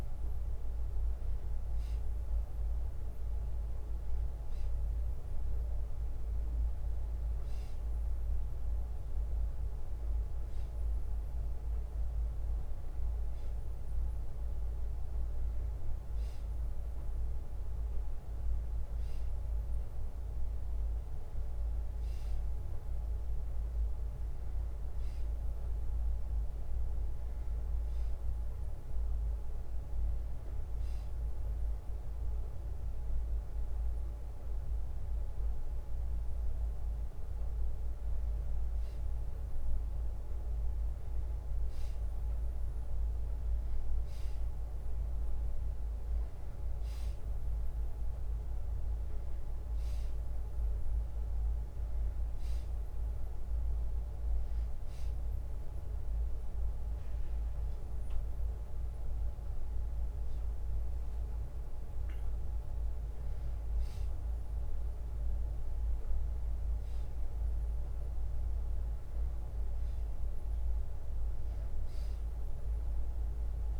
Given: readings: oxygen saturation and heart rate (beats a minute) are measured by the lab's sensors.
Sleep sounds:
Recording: a person awake in a sleep study, hard to hear, by a room microphone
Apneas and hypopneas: none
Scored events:
46.00-48.00 s: long interval between heartbeats (device-marked, heart rate 61 before, 66 extreme)
65.50-67.50 s: long interval between heartbeats (device-marked, heart rate 69 before, 73 extreme)
From the record:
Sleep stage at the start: awake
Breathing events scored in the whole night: 305 in 3.8 hours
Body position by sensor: on the back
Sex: male

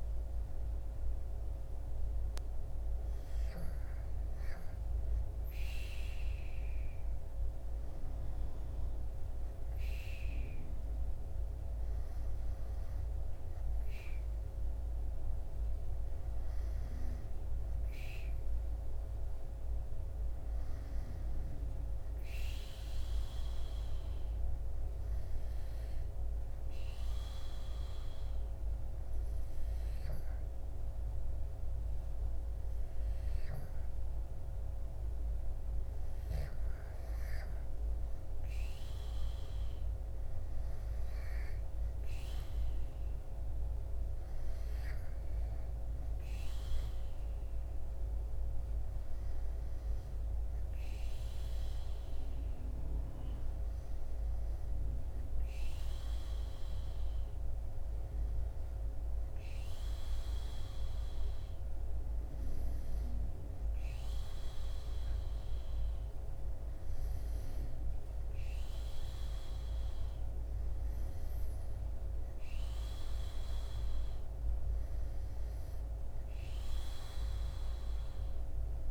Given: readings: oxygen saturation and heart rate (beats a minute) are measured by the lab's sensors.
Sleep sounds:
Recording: breathing in sleep, hard to hear, by a room microphone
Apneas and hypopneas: 1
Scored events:
0.00-4.00 s: oxygen desaturation (device-marked, oxygen 92% lowest, heart rate 66 extreme)
22.50-35.00 s: hypopnea (oxygen 96% before, 93% lowest, heart rate 69 before, 66 extreme, up 2 after)
38.00-42.00 s: arousal
From the record:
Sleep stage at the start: N2 (light sleep)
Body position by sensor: on the back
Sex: male

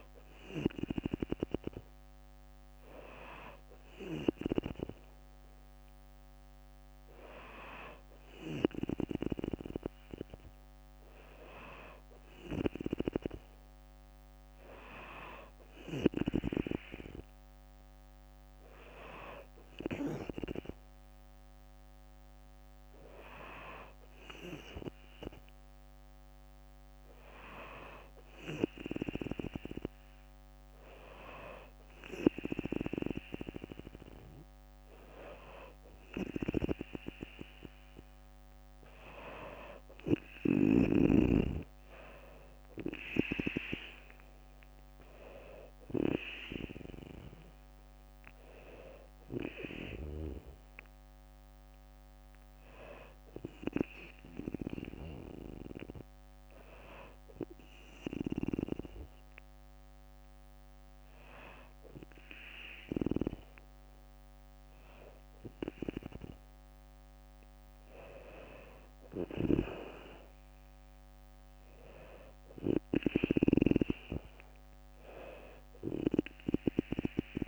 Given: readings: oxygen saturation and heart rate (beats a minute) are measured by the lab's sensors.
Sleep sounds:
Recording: breathing in sleep by a microphone on the trachea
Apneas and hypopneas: none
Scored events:
40.00-51.00 s: drop in pulse transit time (device-marked, heart rate 64 before, 63 extreme)
40.50-43.00 s: arousal
43.00-52.00 s: oxygen desaturation (device-marked, oxygen 96% before, 93% lowest, heart rate 64 before, 61 extreme)
68.50-72.00 s: arousal
72.50-77.48 s: snoring (device-marked)
From the record:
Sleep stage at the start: N2 (light sleep)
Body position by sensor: on the back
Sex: female

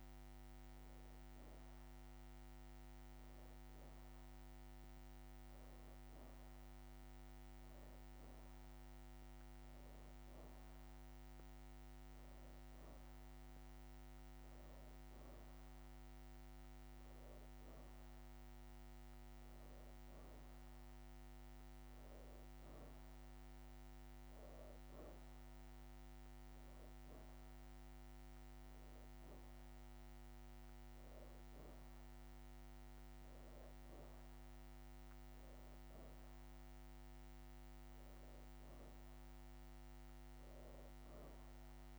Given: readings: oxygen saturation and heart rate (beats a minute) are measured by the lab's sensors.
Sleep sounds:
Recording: breathing in sleep, hard to hear, by a microphone on the trachea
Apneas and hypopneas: none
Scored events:
40.00-41.99 s: leg movement (device-marked)
From the record:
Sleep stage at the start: N2 (light sleep)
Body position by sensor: on the back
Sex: female

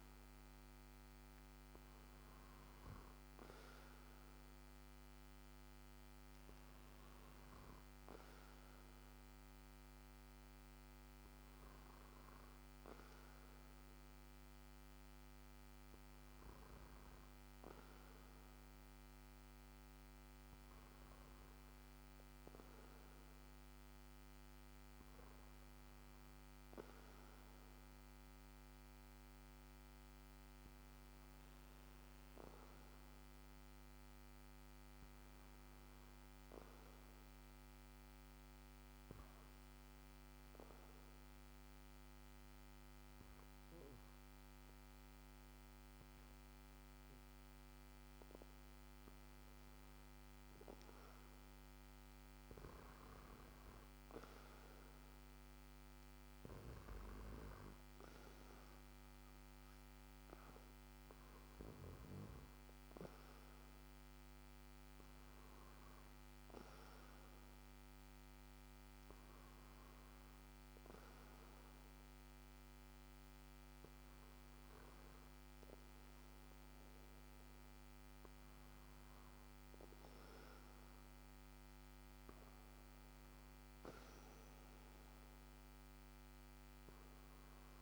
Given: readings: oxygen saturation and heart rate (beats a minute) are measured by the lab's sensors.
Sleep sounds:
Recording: breathing in sleep, hard to hear, by a microphone on the trachea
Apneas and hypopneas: 1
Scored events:
33.50-36.50 s: arousal
39.50-50.00 s: hypopnea (oxygen 96% before, 93% lowest, heart rate 56 before, 55 extreme, up 5 after)
52.50-56.50 s: arousal
From the record:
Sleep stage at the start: N2 (light sleep)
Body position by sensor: on the back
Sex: male

